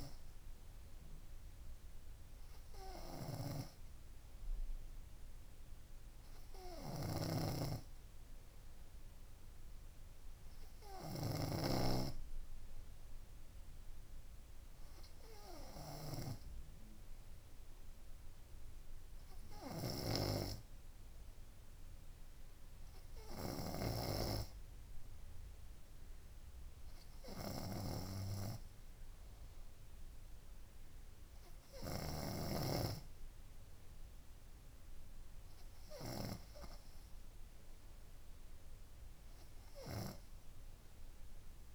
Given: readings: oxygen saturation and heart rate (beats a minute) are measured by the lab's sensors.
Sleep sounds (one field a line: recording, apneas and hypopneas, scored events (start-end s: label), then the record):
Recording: breathing in sleep by a room microphone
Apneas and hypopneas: none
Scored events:
none scored
From the record:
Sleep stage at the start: N3 (deep sleep)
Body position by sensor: on the front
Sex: female